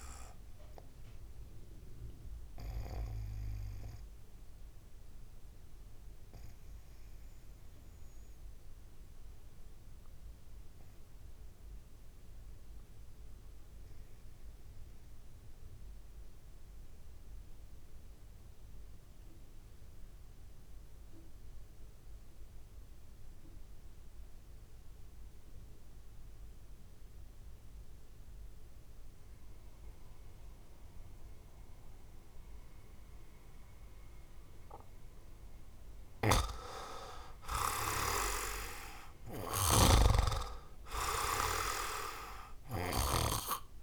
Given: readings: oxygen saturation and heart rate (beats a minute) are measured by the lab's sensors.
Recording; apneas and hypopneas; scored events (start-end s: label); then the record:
breathing in sleep by a room microphone; 1
0.00-21.50 s: oxygen desaturation (device-marked, oxygen 91% lowest, heart rate 52 extreme)
0.50-35.00 s: mixed apnea (oxygen 98% before, 90% lowest, heart rate 56 before, 52 extreme, up 10 after)
36.50-40.00 s: arousal
37.50-43.83 s: oxygen desaturation (device-marked, oxygen 99% before, 90% lowest, heart rate 57 before, 55 extreme)
From the record:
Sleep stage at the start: REM sleep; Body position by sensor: on the right side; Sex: male